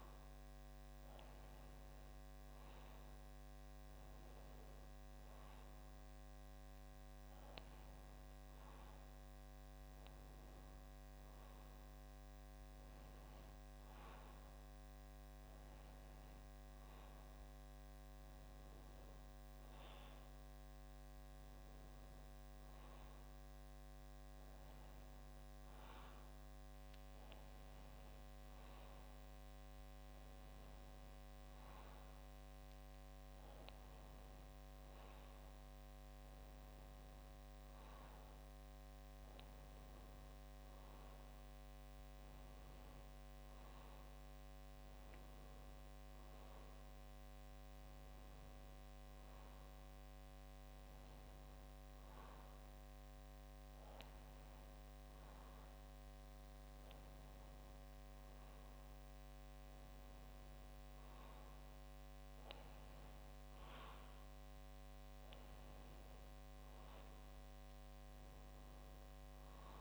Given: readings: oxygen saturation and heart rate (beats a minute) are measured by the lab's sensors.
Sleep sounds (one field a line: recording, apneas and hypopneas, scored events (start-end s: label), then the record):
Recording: breathing in sleep, hard to hear, by a microphone on the trachea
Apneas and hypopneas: none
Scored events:
none scored
From the record:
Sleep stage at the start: N2 (light sleep)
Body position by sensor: on the back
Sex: male